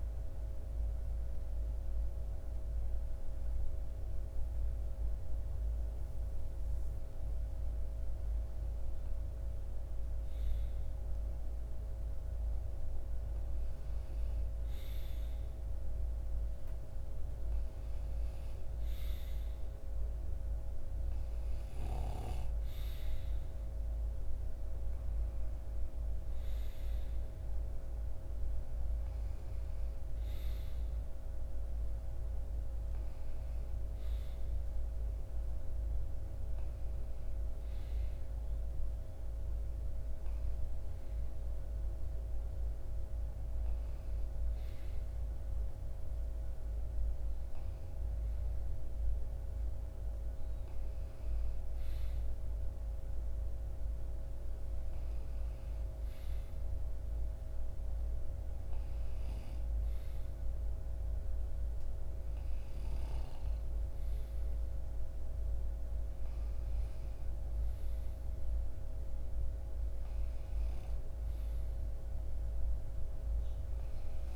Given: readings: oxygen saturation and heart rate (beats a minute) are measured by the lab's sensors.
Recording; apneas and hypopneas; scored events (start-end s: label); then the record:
a person partly awake in a sleep study, hard to hear, by a room microphone; none
13.00-74.35 s: new sleep stage, N2 (light sleep)
From the record:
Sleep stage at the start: awake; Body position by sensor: on the right side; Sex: male